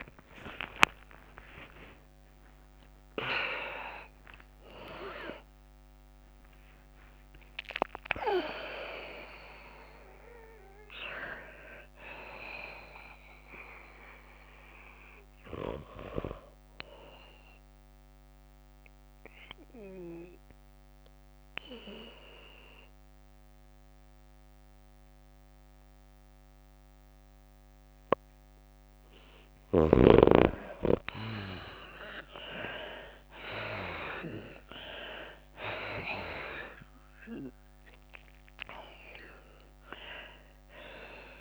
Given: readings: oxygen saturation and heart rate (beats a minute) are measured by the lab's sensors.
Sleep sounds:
breathing in sleep by a microphone on the trachea; 1
0.00-1.00 s: arousal
0.00-1.50 s: long interval between heartbeats (device-marked, heart rate 138 extreme)
0.00-4.50 s: tachycardia (device-marked, heart rate 150 extreme)
0.00-5.50 s: oxygen desaturation (device-marked, oxygen 83% lowest, heart rate 34 extreme)
2.50-4.50 s: long interval between heartbeats (device-marked, heart rate 114 before, 128 extreme)
5.50-7.50 s: long interval between heartbeats (device-marked, heart rate 118 before, 109 extreme)
8.00-10.00 s: long interval between heartbeats (device-marked, heart rate 119 before, 82 extreme)
8.50-21.50 s: bradycardia (device-marked, heart rate 105 before, 39 extreme)
16.00-18.00 s: long interval between heartbeats (device-marked, heart rate 102 before, 58 extreme)
18.50-31.00 s: hypopnea (oxygen 99% before, 83% lowest)
21.00-23.00 s: long interval between heartbeats (device-marked, heart rate 85 before, 39 extreme)
23.50-36.50 s: tachycardia (device-marked, heart rate 103 before, 138 extreme)
24.00-26.00 s: long interval between heartbeats (device-marked, heart rate 69 before, 53 extreme)
27.50-37.50 s: drop in pulse transit time (device-marked, heart rate 61 before, 116 extreme)
28.50-30.50 s: long interval between heartbeats (device-marked, heart rate 62 before, 120 extreme)
32.50-35.50 s: arousal
33.50-35.50 s: long interval between heartbeats (device-marked, heart rate 77 before, 137 extreme)
35.50-41.41 s: oxygen desaturation (device-marked, oxygen 98% before, 87% lowest)
36.00-38.00 s: long interval between heartbeats (device-marked, heart rate 86 before, 138 extreme)
From the record:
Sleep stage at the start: N2 (light sleep); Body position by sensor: on the left side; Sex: female

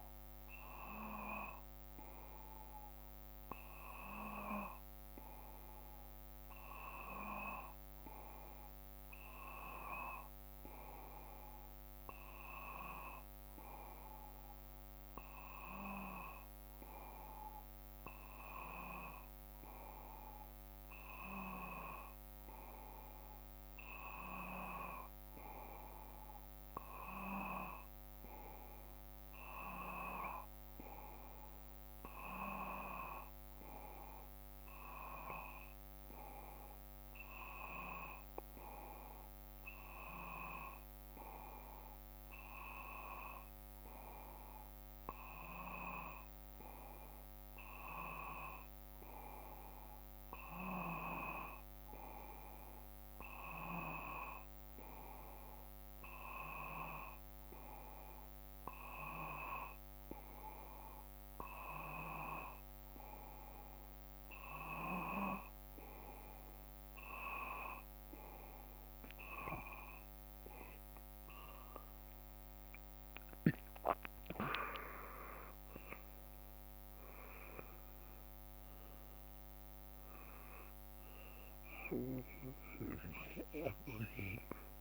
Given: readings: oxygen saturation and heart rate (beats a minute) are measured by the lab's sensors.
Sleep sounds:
breathing in sleep by a microphone on the trachea; none
none scored
From the record:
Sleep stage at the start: N2 (light sleep); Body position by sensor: on the back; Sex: male

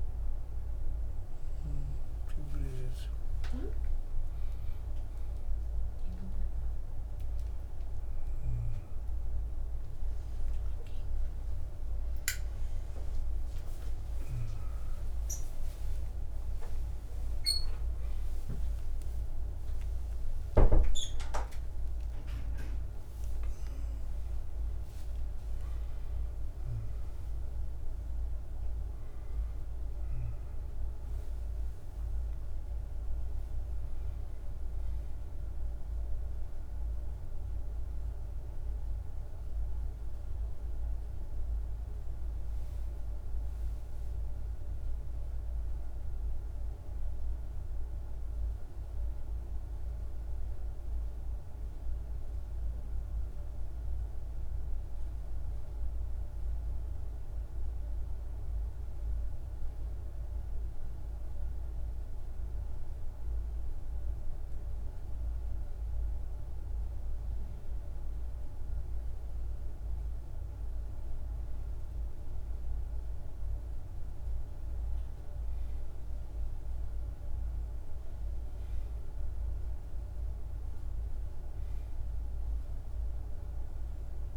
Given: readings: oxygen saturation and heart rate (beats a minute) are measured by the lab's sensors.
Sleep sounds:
a person partly awake in a sleep study, hard to hear, by a room microphone; none
13.00-43.00 s: new sleep stage, awake
43.00-84.37 s: new sleep stage, N1 (lightest sleep)
From the record:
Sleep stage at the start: N1 (lightest sleep); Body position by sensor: on the back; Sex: male

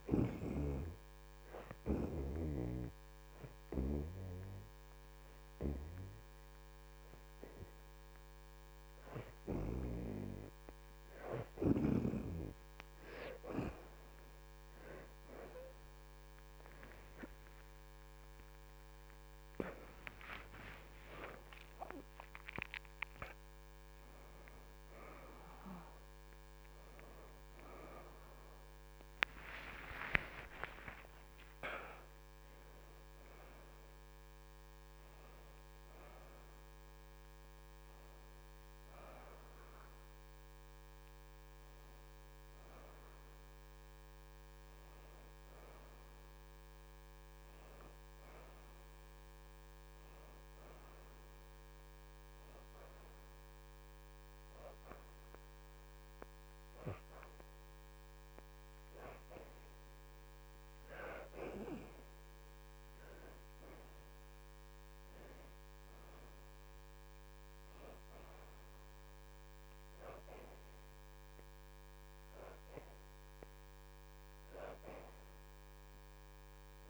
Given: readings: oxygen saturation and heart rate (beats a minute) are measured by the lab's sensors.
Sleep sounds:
breathing in sleep by a microphone on the trachea; 1
0.00-37.00 s: oxygen desaturation (device-marked, oxygen 69% before, 54% lowest, heart rate 111 before, 94 extreme)
1.50-11.50 s: hypopnea (oxygen 69% before, 54% lowest, heart rate 112 before, 106 extreme, up 22 after)
16.00-20.50 s: arousal
29.00-34.00 s: arousal
59.00-65.00 s: oxygen desaturation (device-marked, oxygen 80% before, 74% lowest, heart rate 103 before, 105 extreme)
From the record:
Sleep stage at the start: N2 (light sleep); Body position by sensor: on the back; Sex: female

